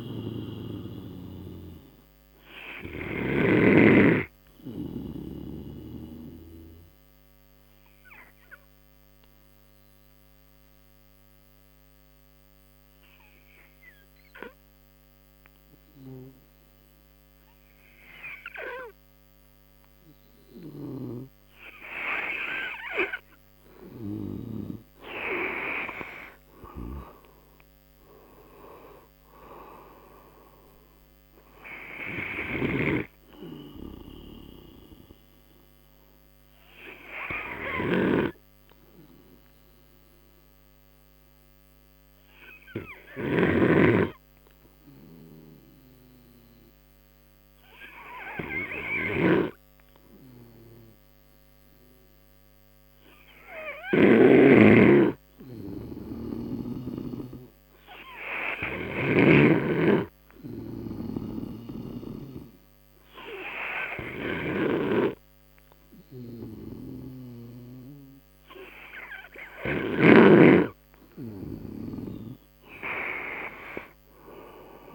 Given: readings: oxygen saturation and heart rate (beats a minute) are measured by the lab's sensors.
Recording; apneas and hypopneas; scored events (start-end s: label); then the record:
breathing in sleep by a microphone on the trachea; 2
0.00-18.00 s: oxygen desaturation (device-marked, oxygen 91% lowest)
3.00-21.50 s: obstructive apnea (oxygen 98% before, 91% lowest)
25.00-28.00 s: arousal
25.00-41.00 s: oxygen desaturation (device-marked, oxygen 99% before, 91% lowest)
36.00-70.00 s: obstructive apnea (oxygen 99% before, 91% lowest)
43.00-51.00 s: oxygen desaturation (device-marked, oxygen 95% before, 91% lowest)
56.00-74.95 s: oxygen desaturation (device-marked, oxygen 98% before, 91% lowest)
71.50-74.95 s: arousal
From the record:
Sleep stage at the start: N2 (light sleep); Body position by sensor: on the right side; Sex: male